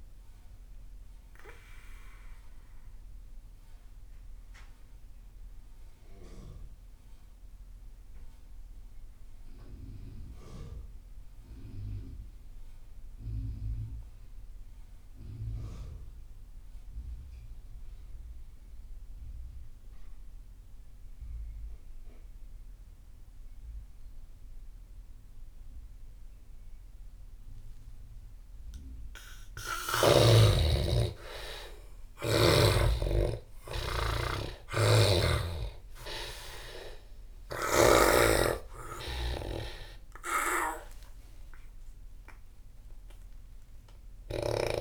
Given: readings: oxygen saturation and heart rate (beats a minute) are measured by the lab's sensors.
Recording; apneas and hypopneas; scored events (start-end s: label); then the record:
breathing in sleep by a room microphone; 1
0.00-12.00 s: oxygen desaturation (device-marked, oxygen 83% lowest)
2.00-28.50 s: mixed apnea (oxygen 97% before, 79% lowest)
29.00-44.81 s: oxygen desaturation (device-marked, oxygen 97% before, 79% lowest)
30.00-34.50 s: arousal
34.00-37.50 s: snoring (device-marked)
From the record:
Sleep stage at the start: N2 (light sleep); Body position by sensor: on the back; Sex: male